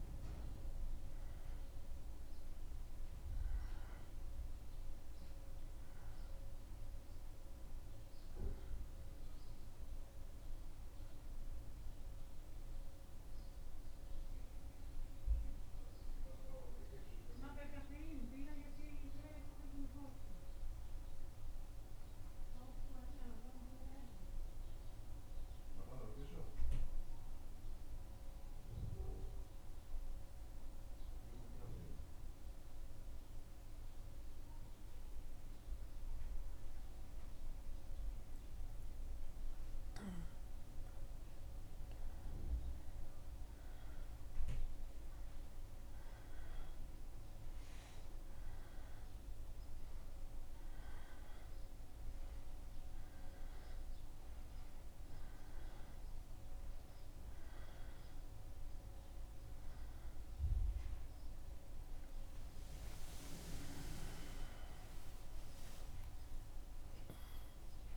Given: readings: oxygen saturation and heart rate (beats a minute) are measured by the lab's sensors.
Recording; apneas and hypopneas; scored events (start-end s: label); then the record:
breathing in sleep by a room microphone; 1
15.50-39.00 s: mixed apnea (oxygen 97% before, 90% lowest, heart rate 77 before, 75 extreme, up 0 after)
42.00-46.00 s: arousal
54.00-67.97 s: new sleep stage, N1 (lightest sleep)
64.00-67.97 s: arousal
66.00-67.97 s: oxygen desaturation (device-marked, oxygen 93% before, 90% lowest, heart rate 77 before, 75 extreme)
From the record:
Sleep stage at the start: N2 (light sleep); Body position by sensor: on the back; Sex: male